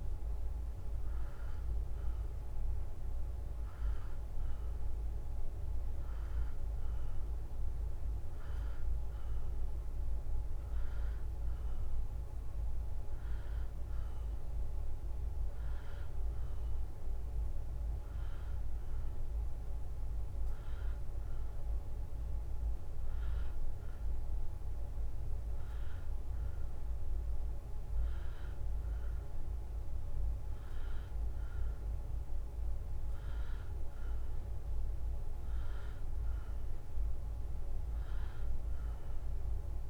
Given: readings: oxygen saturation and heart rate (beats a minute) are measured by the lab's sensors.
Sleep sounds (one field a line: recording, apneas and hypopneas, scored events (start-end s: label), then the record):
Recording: breathing in sleep, hard to hear, by a room microphone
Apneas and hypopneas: none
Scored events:
32.50-39.90 s: new sleep stage, N2 (light sleep)
From the record:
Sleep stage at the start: N1 (lightest sleep)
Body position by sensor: on the right side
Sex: male